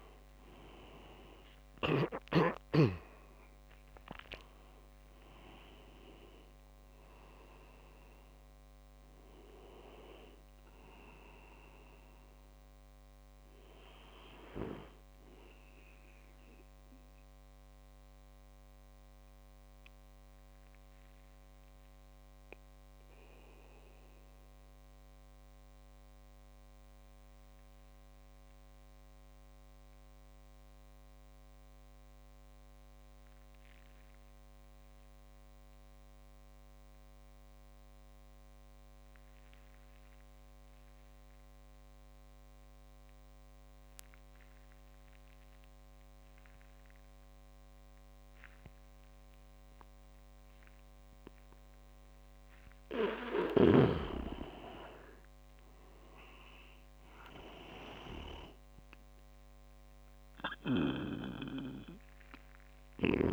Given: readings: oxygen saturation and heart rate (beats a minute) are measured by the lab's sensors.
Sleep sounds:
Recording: breathing in sleep by a microphone on the trachea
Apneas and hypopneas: 1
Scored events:
0.00-1.50 s: leg movement (device-marked)
0.00-17.00 s: oxygen desaturation (device-marked, oxygen 89% lowest)
0.00-24.00 s: tachycardia (device-marked)
17.00-52.00 s: mixed apnea (oxygen 97% before, 89% lowest)
51.00-59.00 s: oxygen desaturation (device-marked, oxygen 98% before, 93% lowest)
55.00-58.50 s: arousal
From the record:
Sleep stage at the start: N2 (light sleep)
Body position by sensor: on the back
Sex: male

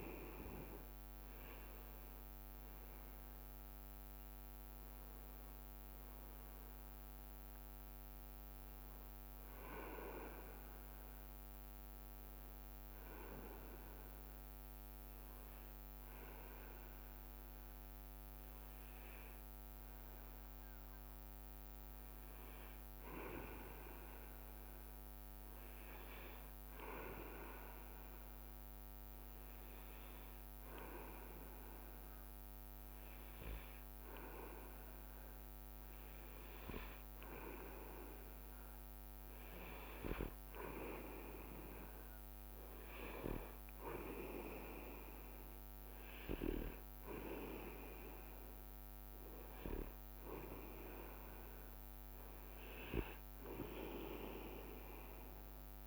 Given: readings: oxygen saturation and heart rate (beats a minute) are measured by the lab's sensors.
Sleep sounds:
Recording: breathing in sleep by a microphone on the trachea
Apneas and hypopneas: 1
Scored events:
1.00-6.00 s: arousal
13.50-33.00 s: hypopnea (oxygen 99% before, 94% lowest, heart rate 68 before, 64 extreme, up 4 after)
30.50-55.87 s: oxygen desaturation (device-marked, oxygen 98% before, 94% lowest, heart rate 67 before, 63 extreme)
35.50-39.50 s: arousal
From the record:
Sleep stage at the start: N2 (light sleep)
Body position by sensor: on the back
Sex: male

